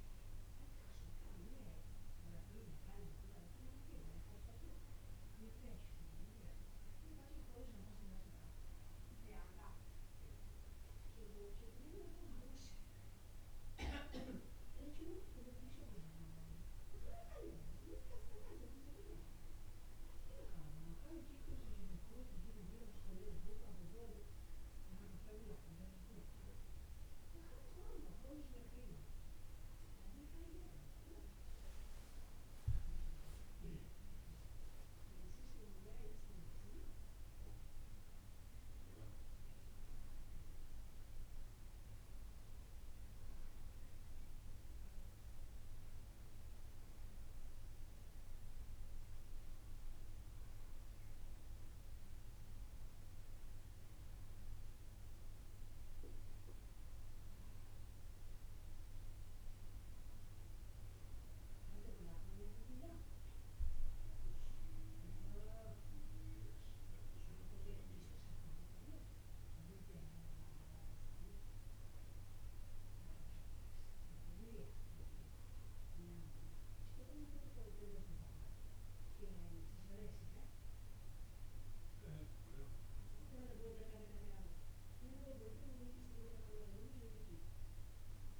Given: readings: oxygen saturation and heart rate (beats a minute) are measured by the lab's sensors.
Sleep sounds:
breathing in sleep by a room microphone; none
none scored
From the record:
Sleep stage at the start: N1 (lightest sleep); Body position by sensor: on the back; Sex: male

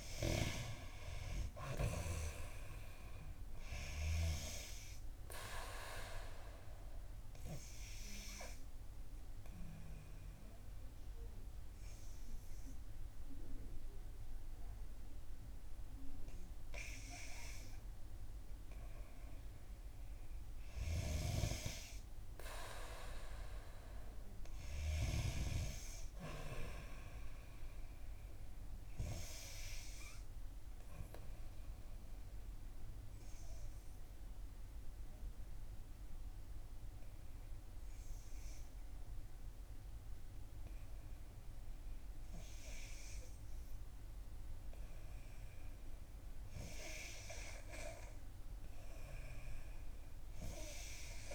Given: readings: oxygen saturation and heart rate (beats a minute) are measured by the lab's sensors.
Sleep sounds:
breathing in sleep by a room microphone; 2
0.00-2.50 s: arousal
9.00-20.00 s: obstructive apnea (oxygen 91% before, 88% lowest, heart rate 65 before, 60 extreme, up 3 after)
22.50-26.00 s: arousal
31.50-43.00 s: obstructive apnea (oxygen 94% before, 88% lowest, heart rate 63 before, 60 extreme, up 5 after)
45.00-48.50 s: arousal
From the record:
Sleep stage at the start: N3 (deep sleep); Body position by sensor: on the back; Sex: female

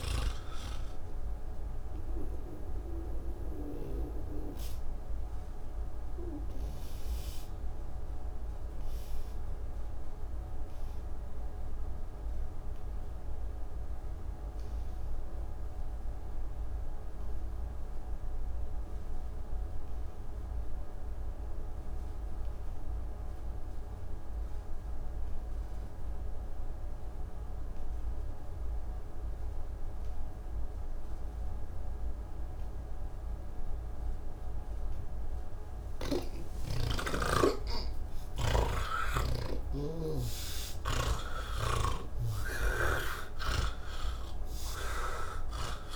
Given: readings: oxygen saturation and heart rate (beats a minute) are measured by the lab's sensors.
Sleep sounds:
breathing in sleep by a room microphone; 1
0.00-7.00 s: snoring (device-marked)
0.00-18.00 s: oxygen desaturation (device-marked, oxygen 83% lowest)
2.00-34.50 s: obstructive apnea (oxygen 98% before, 80% lowest, heart rate 65 before, 151 extreme, up 15 after)
35.00-45.96 s: oxygen desaturation (device-marked, oxygen 96% before, 80% lowest)
From the record:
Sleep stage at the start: N1 (lightest sleep); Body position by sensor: on the back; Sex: male

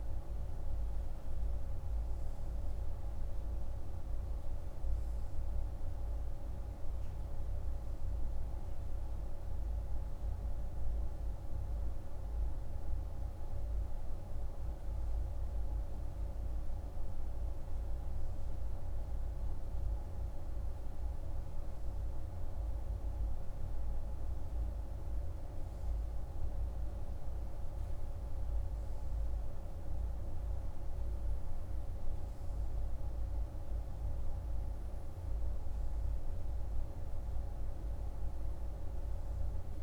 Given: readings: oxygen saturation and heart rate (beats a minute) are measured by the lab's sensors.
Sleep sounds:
breathing in sleep, hard to hear, by a room microphone; none
none scored
From the record:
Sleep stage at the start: N2 (light sleep); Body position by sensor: on the right side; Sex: male

